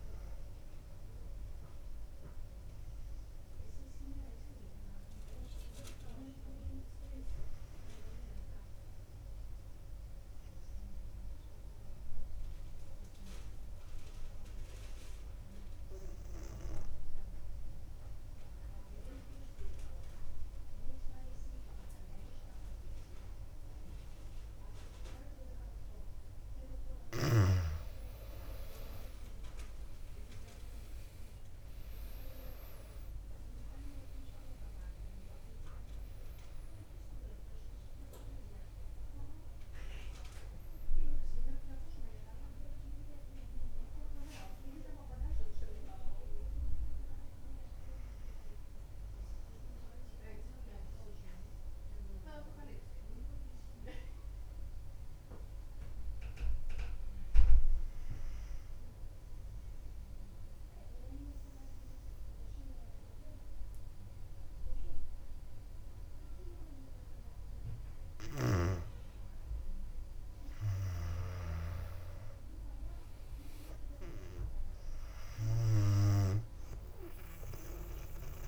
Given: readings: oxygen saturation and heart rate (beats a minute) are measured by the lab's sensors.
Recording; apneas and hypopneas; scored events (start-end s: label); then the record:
breathing in sleep by a room microphone; 2
0.00-18.00 s: oxygen desaturation (device-marked, oxygen 94% lowest, heart rate 55 extreme)
14.00-27.00 s: obstructive apnea (oxygen 100% before, 93% lowest, heart rate 58 before, 57 extreme, up 6 after)
29.50-35.50 s: arousal
32.00-54.00 s: oxygen desaturation (device-marked, oxygen 99% before, 94% lowest, heart rate 57 before, 57 extreme)
52.50-68.50 s: mixed apnea (oxygen 99% before, 93% lowest, heart rate 61 before, 57 extreme, up 3 after)
68.00-71.50 s: snoring (device-marked)
71.00-74.50 s: arousal
71.00-78.48 s: oxygen desaturation (device-marked, oxygen 99% before, 93% lowest, heart rate 58 before, 58 extreme)
From the record:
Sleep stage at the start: N2 (light sleep); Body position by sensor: on the back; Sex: female